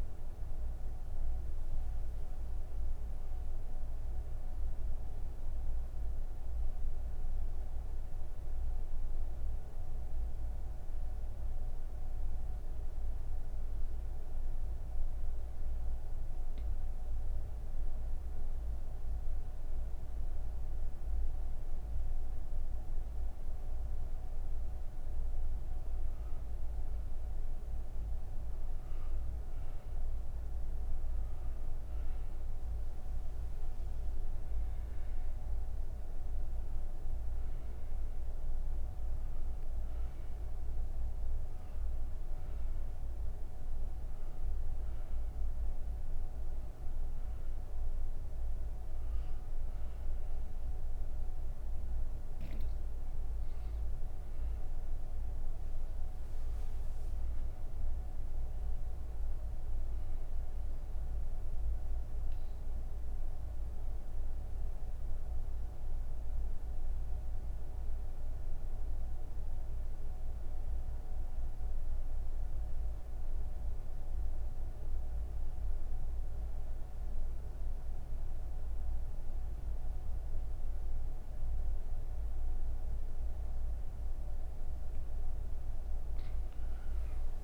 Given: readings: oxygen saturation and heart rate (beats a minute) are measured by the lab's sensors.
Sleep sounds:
breathing in sleep, hard to hear, by a room microphone; none
33.00-46.00 s: oxygen desaturation (device-marked, oxygen 97% before, 92% lowest, heart rate 117 before, 113 extreme)
From the record:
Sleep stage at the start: N3 (deep sleep); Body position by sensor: on the right side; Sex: female

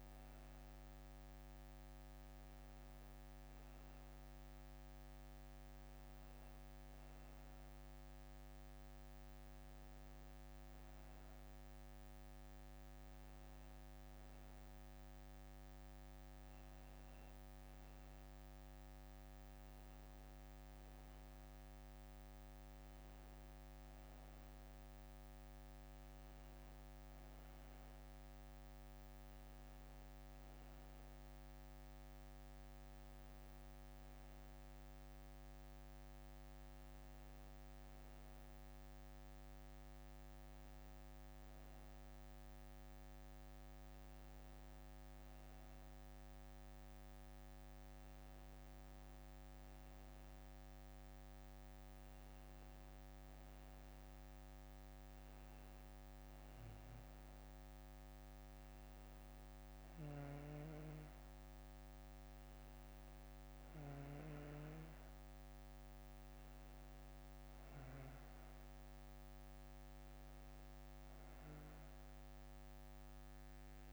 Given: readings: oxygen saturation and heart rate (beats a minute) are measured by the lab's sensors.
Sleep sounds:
breathing in sleep, hard to hear, by a microphone on the trachea; none
none scored
From the record:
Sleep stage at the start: N1 (lightest sleep); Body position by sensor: on the back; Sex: male

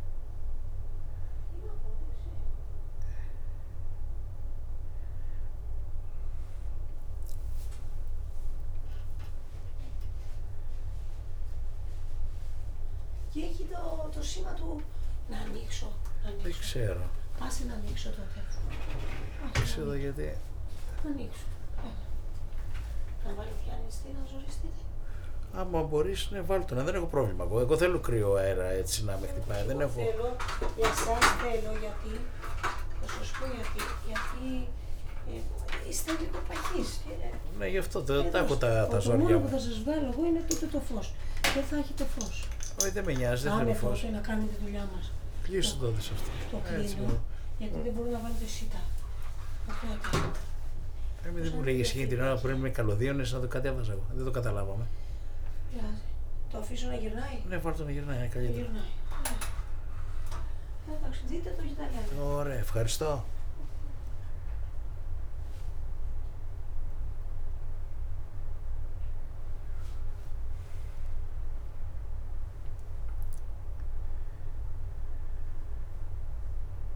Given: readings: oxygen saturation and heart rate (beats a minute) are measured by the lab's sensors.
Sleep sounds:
a person awake in a sleep study, by a room microphone; none
16.50-29.00 s: snoring (device-marked)
37.50-43.00 s: snoring (device-marked)
45.00-51.50 s: snoring (device-marked)
53.50-62.50 s: snoring (device-marked)
From the record:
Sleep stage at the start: awake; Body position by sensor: on the back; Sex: male

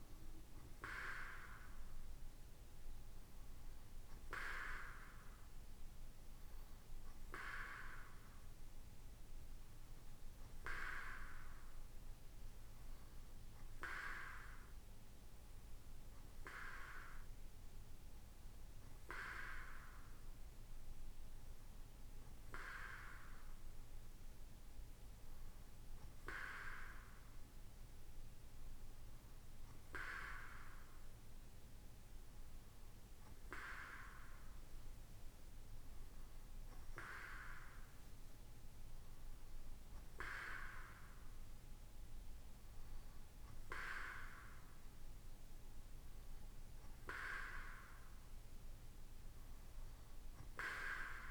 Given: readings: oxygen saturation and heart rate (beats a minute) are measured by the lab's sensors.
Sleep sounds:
breathing in sleep by a room microphone; none
none scored
From the record:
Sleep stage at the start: N2 (light sleep); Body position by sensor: on the right side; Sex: male

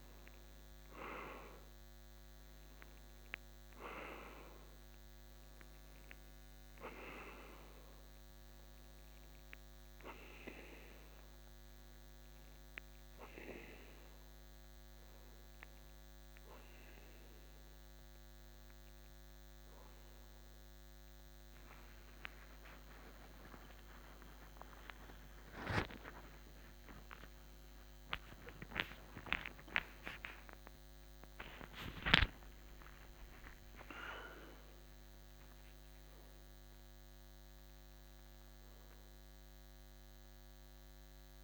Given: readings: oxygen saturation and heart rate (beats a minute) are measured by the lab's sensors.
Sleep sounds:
breathing in sleep by a microphone on the trachea; none
8.50-25.50 s: oxygen desaturation (device-marked, oxygen 94% before, 91% lowest, heart rate 53 before, 53 extreme)
21.50-26.00 s: arousal
27.50-33.50 s: oxygen desaturation (device-marked, oxygen 93% before, 89% lowest, heart rate 56 before, 52 extreme)
From the record:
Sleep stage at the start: N1 (lightest sleep); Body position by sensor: on the back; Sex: male

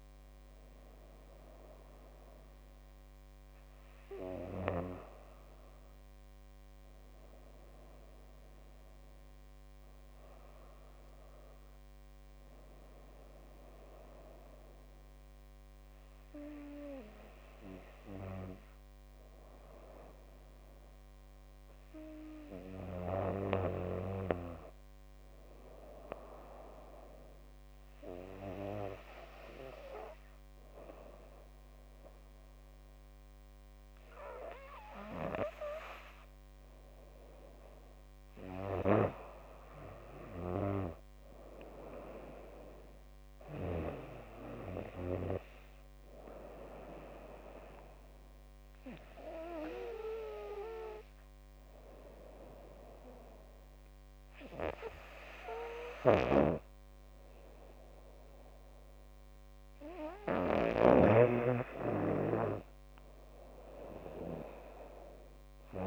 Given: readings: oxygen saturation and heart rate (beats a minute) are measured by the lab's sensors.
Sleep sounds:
breathing in sleep by a microphone on the trachea; 2
2.00-6.00 s: arousal
12.50-25.50 s: obstructive apnea (oxygen 97% before, 91% lowest, heart rate 77 before, 75 extreme, up 7 after)
28.00-31.00 s: arousal
40.00-51.00 s: drop in pulse transit time (device-marked, heart rate 79 before, 81 extreme)
46.00-58.00 s: oxygen desaturation (device-marked, oxygen 95% before, 91% lowest, heart rate 81 before, 75 extreme)
48.50-59.50 s: obstructive apnea (oxygen 96% before, 91% lowest, heart rate 82 before, 75 extreme, up 8 after)
62.00-65.50 s: arousal
From the record:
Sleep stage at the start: N2 (light sleep); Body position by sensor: on the back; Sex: female

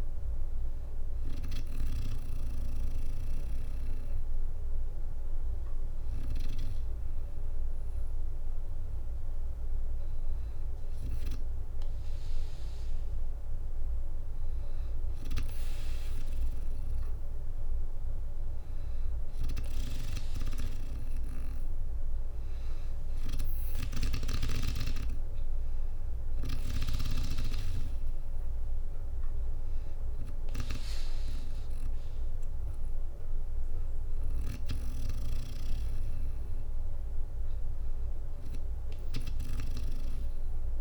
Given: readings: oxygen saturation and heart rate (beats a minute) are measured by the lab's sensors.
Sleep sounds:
breathing in sleep by a room microphone; none
0.00-3.50 s: drop in pulse transit time (device-marked, heart rate 61 extreme)
22.50-35.50 s: drop in pulse transit time (device-marked, heart rate 61 before, 61 extreme)
From the record:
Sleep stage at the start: N2 (light sleep); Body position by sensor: on the back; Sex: female

